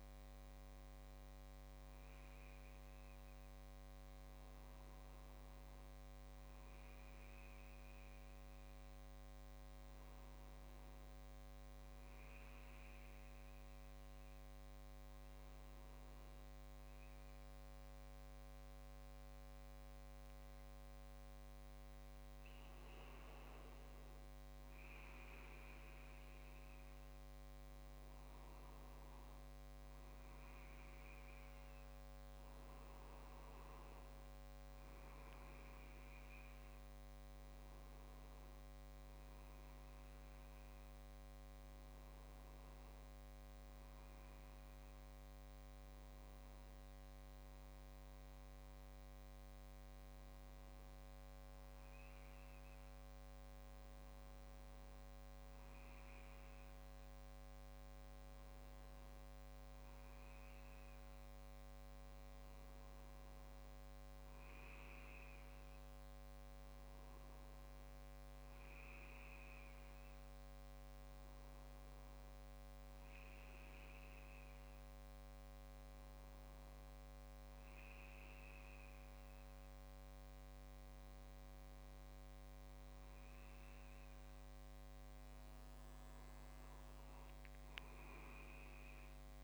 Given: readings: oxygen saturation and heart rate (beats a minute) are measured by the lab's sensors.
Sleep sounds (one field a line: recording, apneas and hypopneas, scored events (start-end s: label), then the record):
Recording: breathing in sleep, hard to hear, by a microphone on the trachea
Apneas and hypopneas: 1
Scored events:
11.00-23.50 s: hypopnea (oxygen 97% before, 93% lowest)
26.50-30.00 s: arousal
32.00-34.50 s: leg movement (device-marked)
41.00-89.44 s: new sleep stage, N1 (lightest sleep)
87.50-89.44 s: leg movement (device-marked)
From the record:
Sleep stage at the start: N2 (light sleep)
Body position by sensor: on the back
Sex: male